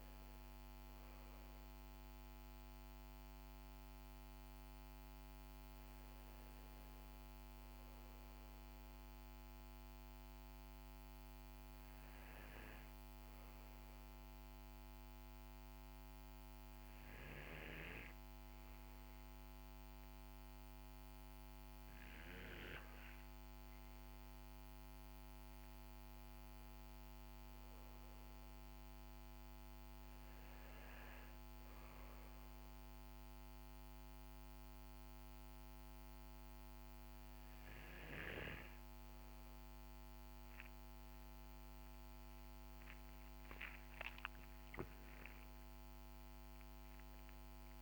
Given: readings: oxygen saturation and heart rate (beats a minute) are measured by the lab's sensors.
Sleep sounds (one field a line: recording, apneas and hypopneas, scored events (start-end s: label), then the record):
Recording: breathing in sleep, hard to hear, by a microphone on the trachea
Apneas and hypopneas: none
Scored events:
41.00-45.00 s: arousal
From the record:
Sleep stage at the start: N2 (light sleep)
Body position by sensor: on the right side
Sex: male